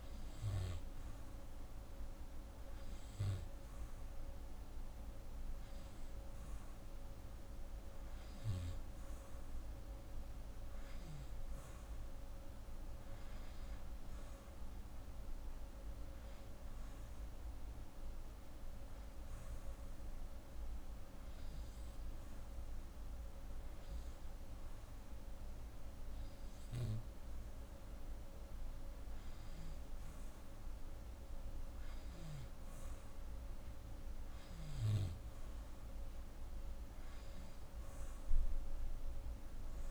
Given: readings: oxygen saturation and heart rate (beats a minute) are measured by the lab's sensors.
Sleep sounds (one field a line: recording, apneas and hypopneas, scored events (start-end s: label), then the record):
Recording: breathing in sleep, hard to hear, by a room microphone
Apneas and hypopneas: 1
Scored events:
12.00-16.50 s: arousal
20.50-31.50 s: hypopnea (oxygen 88% before, 86% lowest, heart rate 141 before, 115 extreme, up 45 after)
From the record:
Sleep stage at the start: N2 (light sleep)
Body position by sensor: on the back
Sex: female